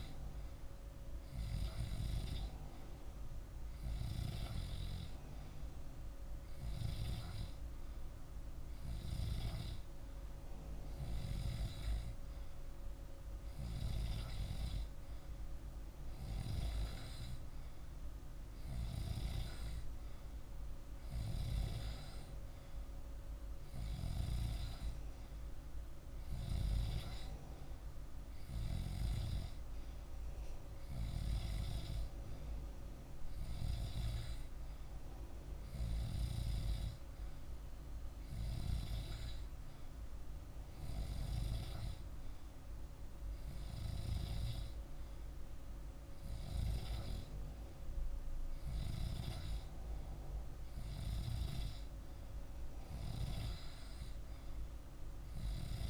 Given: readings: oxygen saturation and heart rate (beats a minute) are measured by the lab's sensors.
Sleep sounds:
breathing in sleep by a room microphone; none
none scored
From the record:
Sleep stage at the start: N2 (light sleep); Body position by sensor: on the back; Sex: male

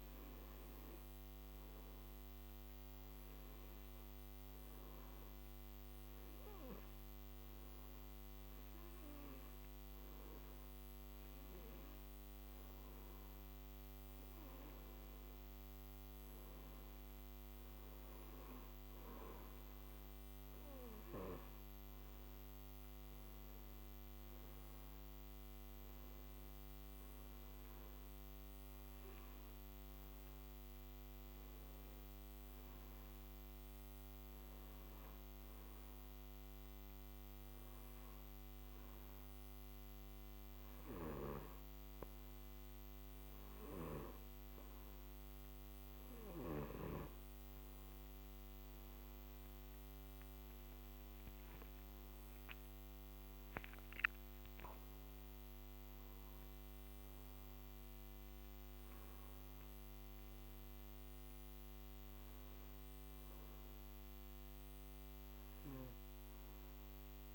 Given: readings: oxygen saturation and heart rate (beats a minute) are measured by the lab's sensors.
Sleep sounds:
breathing in sleep by a microphone on the trachea; 2
2.50-13.50 s: hypopnea (oxygen 96% before, 93% lowest, heart rate 61 before, 59 extreme, up 5 after)
15.00-18.00 s: arousal
36.00-46.00 s: hypopnea (oxygen 96% before, 93% lowest, heart rate 62 before, 57 extreme, up 7 after)
50.50-54.00 s: arousal
From the record:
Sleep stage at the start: N2 (light sleep); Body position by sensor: on the back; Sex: male

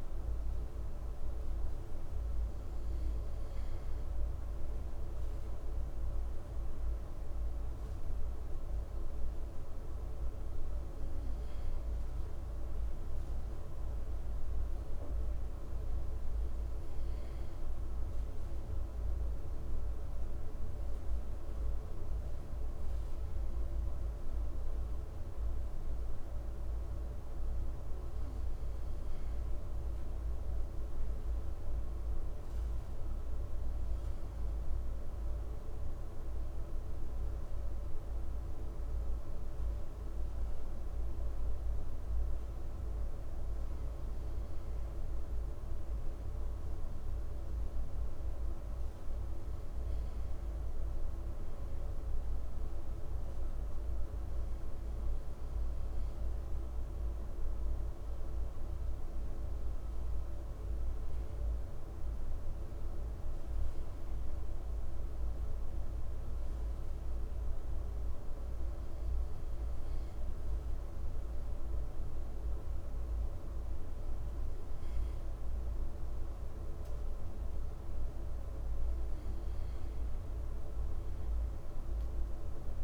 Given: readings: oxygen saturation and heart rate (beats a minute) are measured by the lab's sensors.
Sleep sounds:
breathing in sleep, hard to hear, by a room microphone; 1
30.50-42.50 s: obstructive apnea (oxygen 96% before, 96% lowest, heart rate 54 before, 51 extreme, up 3 after)
45.00-48.50 s: arousal
From the record:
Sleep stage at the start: N2 (light sleep); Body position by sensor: on the right side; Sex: male

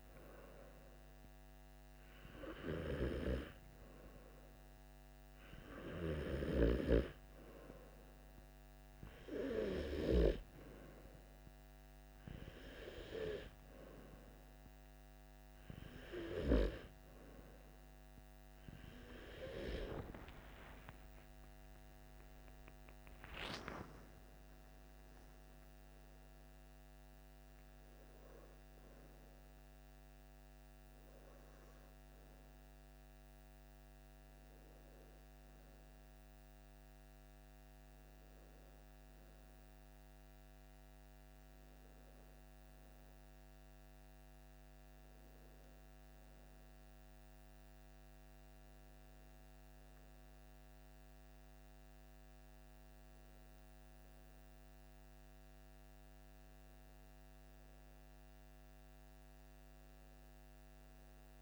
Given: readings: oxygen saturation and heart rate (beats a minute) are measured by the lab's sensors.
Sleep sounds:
breathing in sleep by a microphone on the trachea; none
20.50-24.00 s: arousal
From the record:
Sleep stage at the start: N2 (light sleep); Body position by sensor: on the back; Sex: male

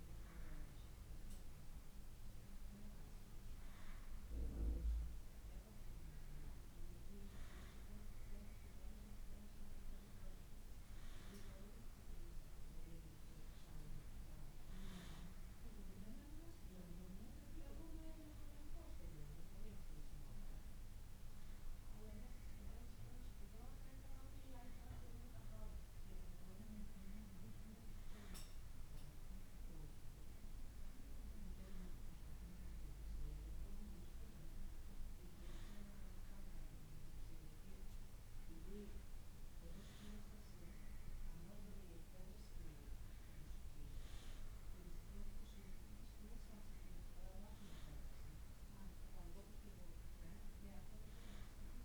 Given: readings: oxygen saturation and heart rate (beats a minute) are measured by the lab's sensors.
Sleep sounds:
breathing in sleep by a room microphone; none
none scored
From the record:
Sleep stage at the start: N1 (lightest sleep); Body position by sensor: on the back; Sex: male

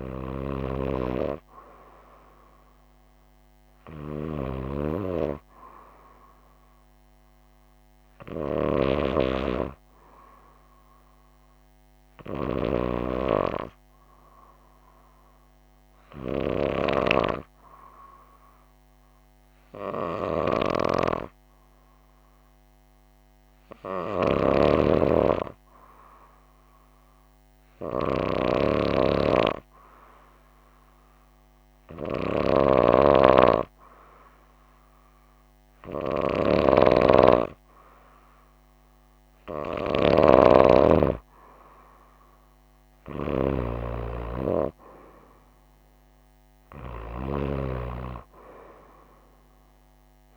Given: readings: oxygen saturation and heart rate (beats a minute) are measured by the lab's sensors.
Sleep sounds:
breathing in sleep by a microphone on the trachea; 1
15.50-38.50 s: hypopnea (oxygen 96% before, 94% lowest, heart rate 59 before, 56 extreme, up 5 after)
39.50-42.50 s: arousal
From the record:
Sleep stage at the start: N2 (light sleep); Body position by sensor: on the right side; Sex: female

